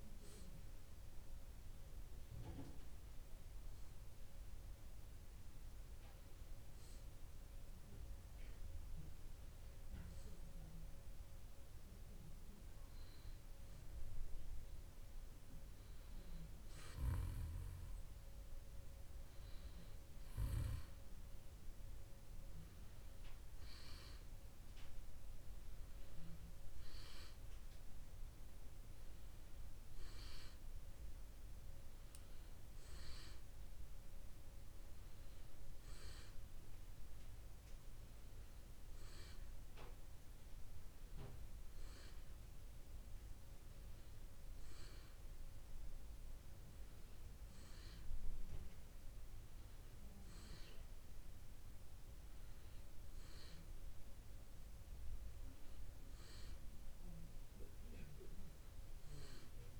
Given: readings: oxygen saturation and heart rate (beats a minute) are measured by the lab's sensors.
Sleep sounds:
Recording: breathing in sleep by a room microphone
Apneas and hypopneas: none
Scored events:
none scored
From the record:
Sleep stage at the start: N2 (light sleep)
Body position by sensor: on the back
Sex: male

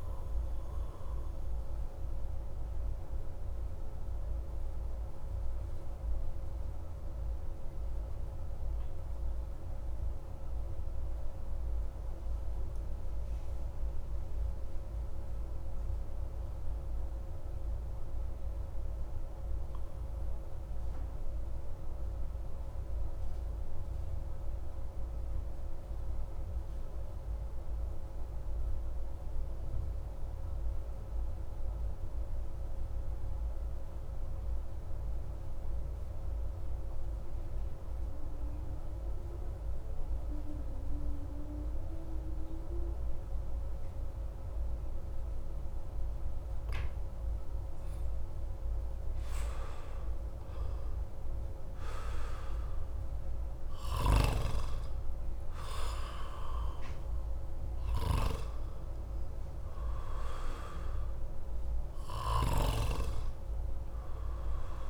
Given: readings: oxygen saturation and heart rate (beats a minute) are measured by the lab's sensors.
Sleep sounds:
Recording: breathing in sleep by a room microphone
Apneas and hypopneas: 1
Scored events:
0.00-1.00 s: arousal
4.00-45.00 s: obstructive apnea (oxygen 98% before, 88% lowest)
44.50-64.90 s: oxygen desaturation (device-marked, oxygen 96% before, 88% lowest)
46.50-52.00 s: arousal
From the record:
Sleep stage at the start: N2 (light sleep)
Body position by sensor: on the back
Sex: male

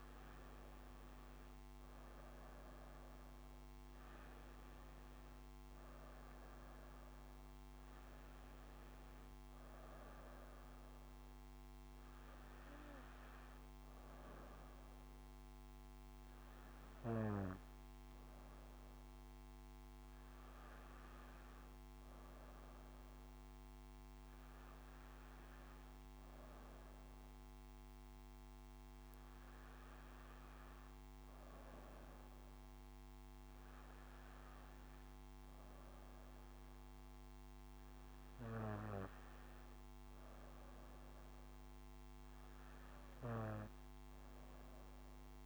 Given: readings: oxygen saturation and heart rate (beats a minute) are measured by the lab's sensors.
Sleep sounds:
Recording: breathing in sleep, hard to hear, by a microphone on the trachea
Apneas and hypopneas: none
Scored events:
1.00-6.00 s: arousal
From the record:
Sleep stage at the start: N2 (light sleep)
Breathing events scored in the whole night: 112 in 4.4 hours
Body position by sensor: on the back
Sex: female

